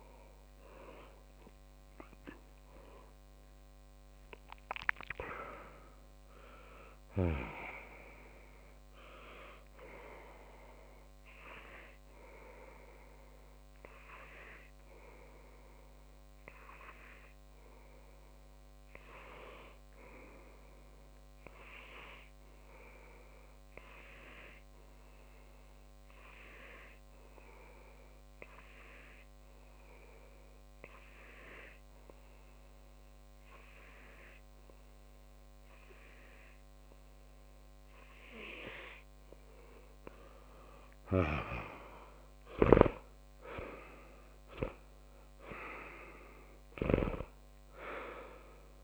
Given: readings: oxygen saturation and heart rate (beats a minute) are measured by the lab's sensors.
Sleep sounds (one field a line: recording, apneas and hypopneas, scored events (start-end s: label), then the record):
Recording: a person partly awake in a sleep study, by a microphone on the trachea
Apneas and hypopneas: 1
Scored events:
10.00-48.84 s: new sleep stage, N2 (light sleep)
12.50-14.50 s: long interval between heartbeats (device-marked)
18.50-20.50 s: long interval between heartbeats (device-marked)
25.50-38.50 s: obstructive apnea (oxygen 99% before, 96% lowest)
29.50-31.50 s: long interval between heartbeats (device-marked)
36.00-38.00 s: long interval between heartbeats (device-marked)
37.00-39.00 s: tachycardia (device-marked, heart rate 37 before, 48 extreme)
39.00-41.00 s: long interval between heartbeats (device-marked)
42.50-44.50 s: long interval between heartbeats (device-marked, heart rate 31 before, 90 extreme)
42.50-47.00 s: arousal
From the record:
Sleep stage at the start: awake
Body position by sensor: on the back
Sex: male